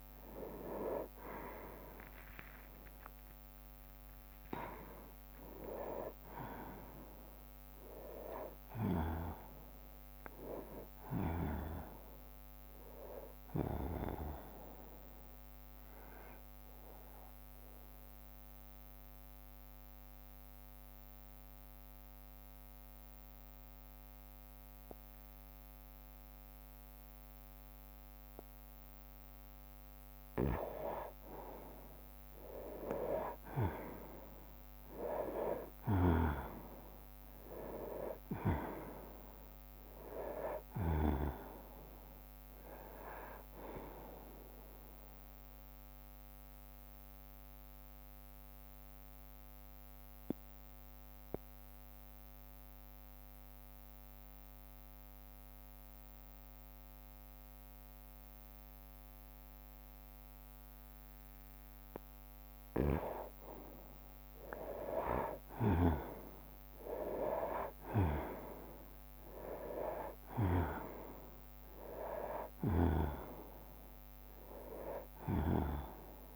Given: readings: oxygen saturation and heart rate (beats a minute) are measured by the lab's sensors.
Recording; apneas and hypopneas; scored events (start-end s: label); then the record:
breathing in sleep by a microphone on the trachea; 2
0.00-25.00 s: oxygen desaturation (device-marked, oxygen 90% lowest, heart rate 59 extreme)
1.00-6.50 s: arousal
2.00-18.00 s: drop in pulse transit time (device-marked, heart rate 62 before, 67 extreme)
5.00-7.00 s: long interval between heartbeats (device-marked, heart rate 64 before, 71 extreme)
7.50-9.50 s: long interval between heartbeats (device-marked, heart rate 65 before, 76 extreme)
15.50-30.00 s: central apnea (oxygen 98% before, 90% lowest, heart rate 69 before, 59 extreme, up 10 after)
21.00-25.00 s: bradycardia (device-marked, heart rate 69 before, 59 extreme)
32.50-36.50 s: arousal
34.00-45.00 s: drop in pulse transit time (device-marked, heart rate 62 before, 65 extreme)
40.00-58.00 s: oxygen desaturation (device-marked, oxygen 98% before, 91% lowest, heart rate 63 before, 59 extreme)
45.50-62.00 s: obstructive apnea (oxygen 98% before, 91% lowest, heart rate 65 before, 59 extreme, up 10 after)
64.50-69.00 s: arousal
66.00-76.36 s: oxygen desaturation (device-marked, oxygen 97% before, 91% lowest, heart rate 61 before, 58 extreme)
68.00-76.36 s: drop in pulse transit time (device-marked, heart rate 61 before, 68 extreme)
70.00-72.00 s: long interval between heartbeats (device-marked, heart rate 62 before, 70 extreme)
From the record:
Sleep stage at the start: N2 (light sleep); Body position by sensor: on the right side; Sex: male